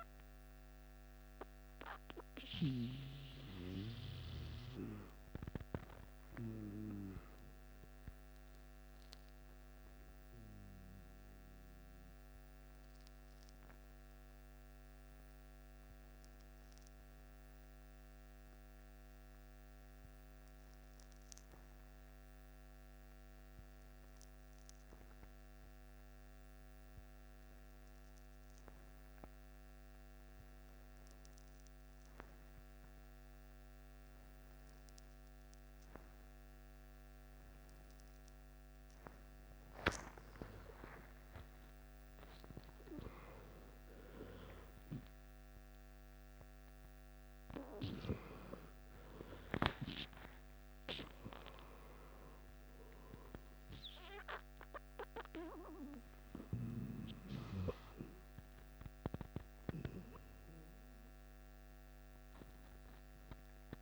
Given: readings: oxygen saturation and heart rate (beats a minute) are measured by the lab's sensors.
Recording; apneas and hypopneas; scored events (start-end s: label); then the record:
breathing in sleep by a microphone on the trachea; 1
0.00-14.50 s: oxygen desaturation (device-marked, oxygen 91% lowest, heart rate 54 extreme)
10.00-40.00 s: obstructive apnea (oxygen 99% before, 91% lowest, heart rate 61 before, 54 extreme, up 14 after)
35.50-63.82 s: oxygen desaturation (device-marked, oxygen 97% before, 91% lowest, heart rate 55 before, 54 extreme)
42.00-46.50 s: arousal
From the record:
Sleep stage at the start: N2 (light sleep); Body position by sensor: on the back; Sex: male